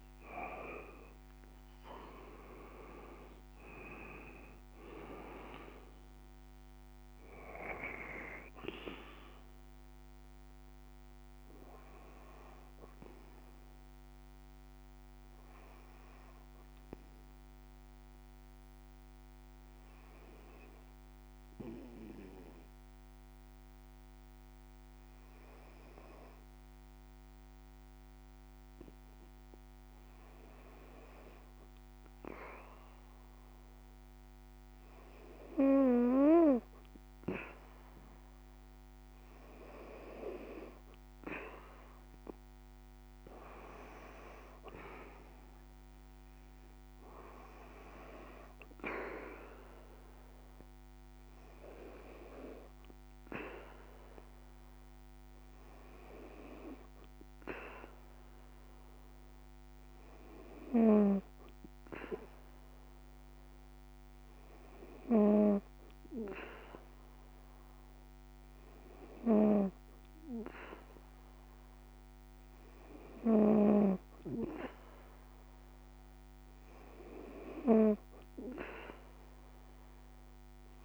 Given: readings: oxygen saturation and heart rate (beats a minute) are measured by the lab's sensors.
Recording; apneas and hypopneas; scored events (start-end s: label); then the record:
breathing in sleep by a microphone on the trachea; 1
2.50-32.50 s: oxygen desaturation (device-marked, oxygen 91% before, 86% lowest, heart rate 64 before, 55 extreme)
15.00-36.00 s: obstructive apnea (oxygen 94% before, 86% lowest, heart rate 65 before, 58 extreme, up 1 after)
38.00-41.50 s: arousal
44.50-72.50 s: oxygen desaturation (device-marked, oxygen 96% before, 89% lowest, heart rate 64 before, 58 extreme)
From the record:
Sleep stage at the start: N2 (light sleep); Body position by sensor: on the back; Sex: female